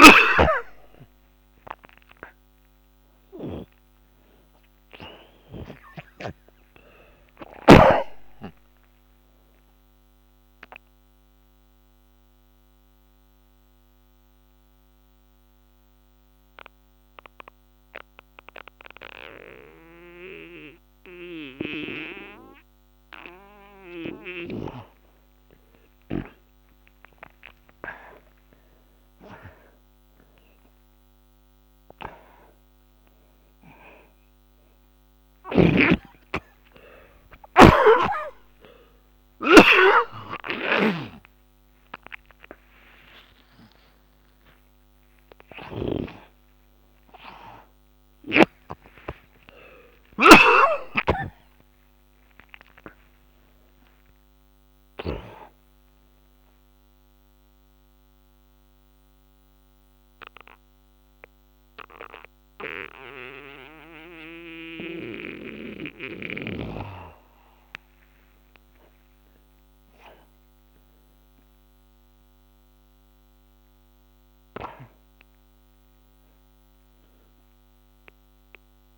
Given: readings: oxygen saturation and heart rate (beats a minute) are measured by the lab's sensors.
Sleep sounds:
a person partly awake in a sleep study, by a microphone on the trachea; 2
6.00-19.00 s: oxygen desaturation (device-marked, oxygen 97% before, 93% lowest, heart rate 67 before, 49 extreme)
10.00-70.00 s: new sleep stage, N1 (lightest sleep)
10.50-26.00 s: obstructive apnea (oxygen 97% before, 84% lowest, heart rate 67 before, 49 extreme, up 19 after)
27.00-31.00 s: arousal
33.00-51.00 s: oxygen desaturation (device-marked, oxygen 97% before, 89% lowest, heart rate 58 before, 53 extreme)
35.50-49.00 s: snoring (device-marked)
47.50-53.50 s: arousal
51.00-55.50 s: snoring (device-marked)
57.50-67.50 s: obstructive apnea (oxygen 97% before, 77% lowest, heart rate 83 before, 53 extreme, up 36 after)
68.50-71.50 s: arousal
70.00-78.98 s: new sleep stage, N2 (light sleep)
77.00-78.98 s: oxygen desaturation (device-marked, oxygen 97% before, 80% lowest, heart rate 71 before, 54 extreme)
From the record:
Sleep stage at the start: awake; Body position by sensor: on the back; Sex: male

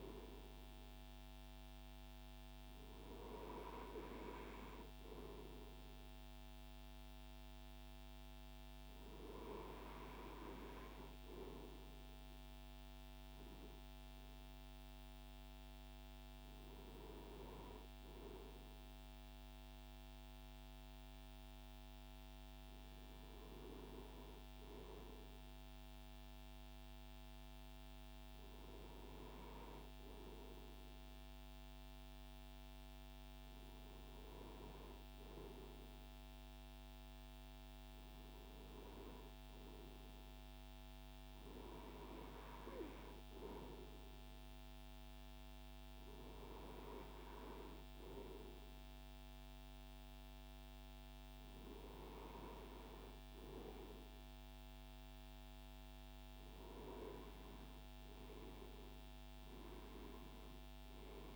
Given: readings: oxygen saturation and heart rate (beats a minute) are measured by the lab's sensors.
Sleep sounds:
breathing in sleep by a microphone on the trachea; none
none scored
From the record:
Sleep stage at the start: N2 (light sleep); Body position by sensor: on the right side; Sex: male

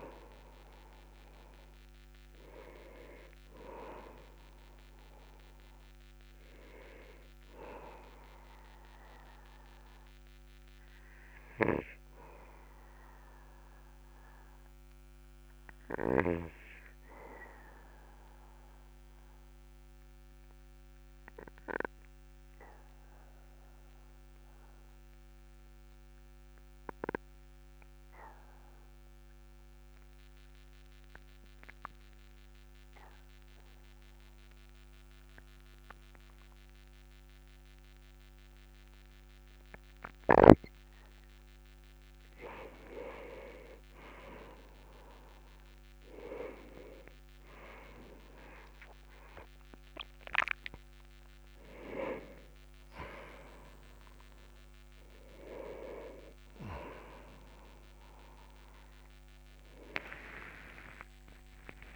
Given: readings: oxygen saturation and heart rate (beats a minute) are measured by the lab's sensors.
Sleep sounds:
a person partly awake in a sleep study, by a microphone on the trachea; 1
1.50-6.00 s: arousal
7.00-24.00 s: oxygen desaturation (device-marked, oxygen 97% before, 93% lowest, heart rate 49 before, 37 extreme)
17.50-41.00 s: obstructive apnea (oxygen 98% before, 94% lowest, heart rate 45 before, 38 extreme, up 12 after)
44.00-61.96 s: new sleep stage, awake
From the record:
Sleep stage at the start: N2 (light sleep); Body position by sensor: on the back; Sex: male

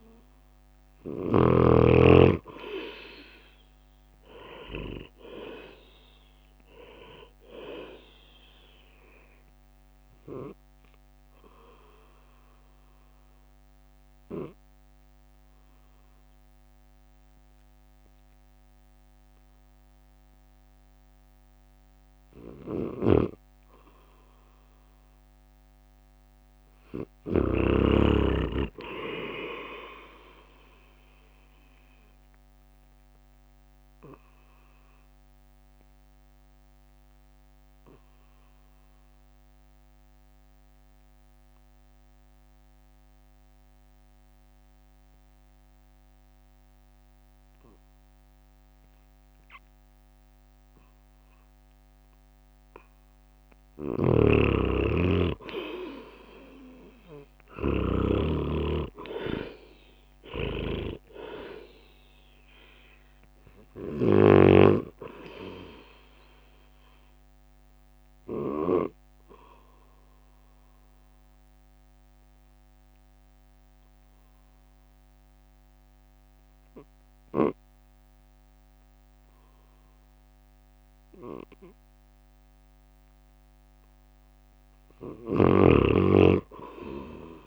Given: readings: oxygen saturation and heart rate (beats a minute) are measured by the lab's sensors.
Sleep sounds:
breathing in sleep by a microphone on the trachea; 3
0.00-1.50 s: snoring (device-marked)
2.50-16.50 s: drop in pulse transit time (device-marked, heart rate 57 before, 52 extreme)
3.50-7.50 s: arousal
4.50-8.00 s: leg movement (device-marked)
9.00-23.50 s: obstructive apnea (oxygen 97% before, 94% lowest, heart rate 59 before, 51 extreme, up 6 after)
26.00-29.50 s: arousal
30.50-42.50 s: drop in pulse transit time (device-marked, heart rate 54 before, 51 extreme)
31.50-53.00 s: obstructive apnea (oxygen 97% before, 94% lowest, heart rate 54 before, 51 extreme, up 14 after)
55.50-60.00 s: arousal
56.50-68.50 s: oxygen desaturation (device-marked, oxygen 98% before, 94% lowest, heart rate 53 before, 51 extreme)
57.50-70.50 s: drop in pulse transit time (device-marked, heart rate 54 before, 53 extreme)
58.50-62.00 s: leg movement (device-marked)
68.50-82.00 s: obstructive apnea (oxygen 98% before, 94% lowest, heart rate 60 before, 51 extreme, up 5 after)
85.00-87.46 s: arousal
85.00-87.46 s: snoring (device-marked)
From the record:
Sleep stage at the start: N2 (light sleep); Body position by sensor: on the right side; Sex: male

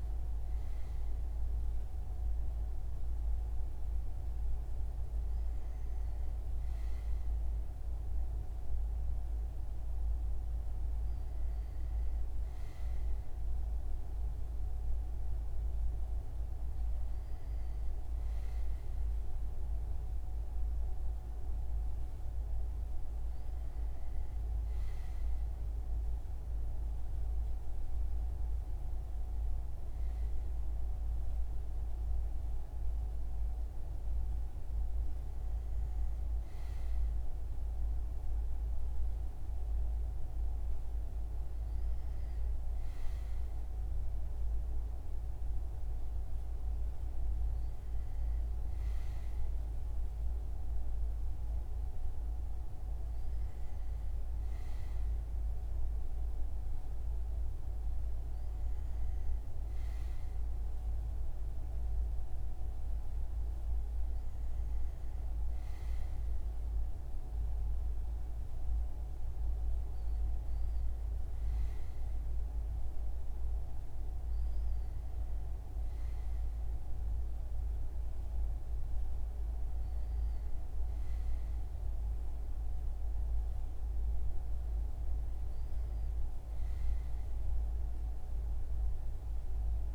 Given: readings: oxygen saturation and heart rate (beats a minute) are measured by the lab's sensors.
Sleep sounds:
breathing in sleep, hard to hear, by a room microphone; none
none scored
From the record:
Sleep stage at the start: N2 (light sleep); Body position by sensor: on the front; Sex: male

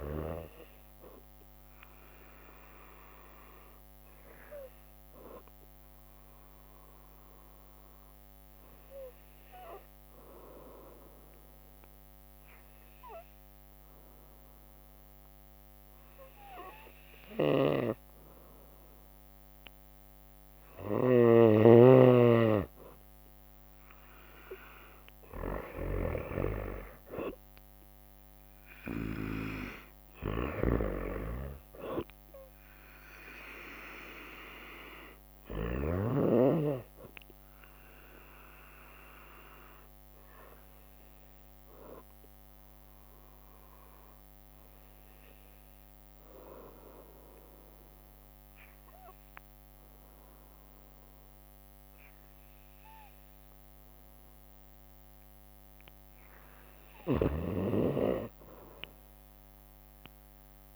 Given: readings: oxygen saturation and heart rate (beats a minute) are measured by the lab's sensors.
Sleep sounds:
breathing in sleep by a microphone on the trachea; 2
0.00-3.00 s: drop in pulse transit time (device-marked, heart rate 58 extreme)
0.00-10.00 s: oxygen desaturation (device-marked, oxygen 93% lowest, heart rate 57 extreme)
3.50-21.00 s: obstructive apnea (oxygen 97% before, 93% lowest, heart rate 60 before, 57 extreme, up 3 after)
15.00-24.00 s: bradycardia (device-marked, heart rate 61 before, 57 extreme)
17.00-29.00 s: snoring (device-marked)
23.50-27.00 s: arousal
24.00-40.00 s: drop in pulse transit time (device-marked, heart rate 59 before, 57 extreme)
39.00-55.50 s: obstructive apnea (oxygen 96% before, 93% lowest, heart rate 61 before, 61 extreme, up 2 after)
57.50-60.00 s: arousal
From the record:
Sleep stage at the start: N2 (light sleep); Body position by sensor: on the right side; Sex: female

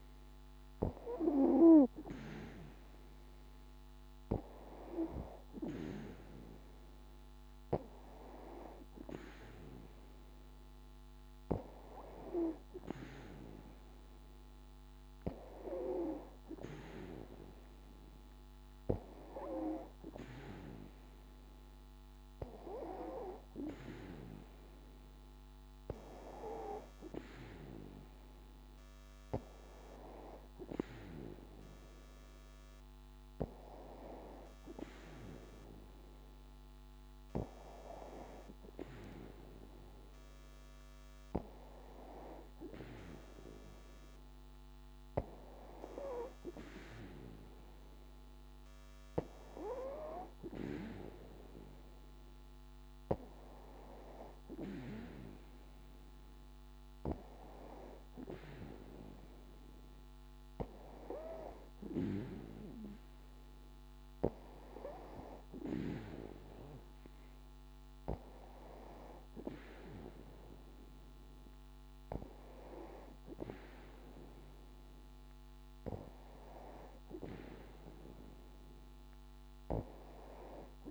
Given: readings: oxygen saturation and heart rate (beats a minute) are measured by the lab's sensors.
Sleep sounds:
breathing in sleep by a microphone on the trachea; none
none scored
From the record:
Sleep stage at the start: N2 (light sleep); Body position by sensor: on the back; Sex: female

